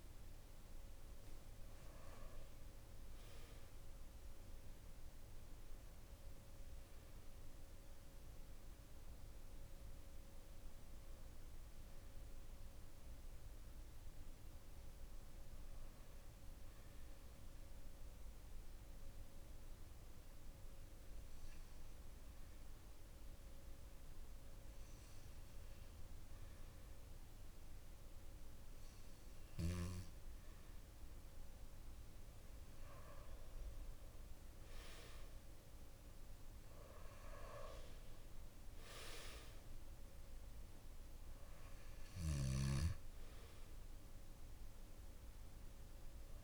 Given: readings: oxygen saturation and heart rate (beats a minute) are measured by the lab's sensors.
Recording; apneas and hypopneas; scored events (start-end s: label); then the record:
breathing in sleep by a room microphone; 1
0.00-17.50 s: oxygen desaturation (device-marked, oxygen 91% lowest, heart rate 54 extreme)
11.50-31.50 s: hypopnea (oxygen 95% before, 91% lowest, heart rate 58 before, 54 extreme, up 4 after)
30.50-46.43 s: oxygen desaturation (device-marked, oxygen 96% before, 92% lowest, heart rate 56 before, 54 extreme)
33.50-37.00 s: arousal
From the record:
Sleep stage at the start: N2 (light sleep); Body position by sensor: on the back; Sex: male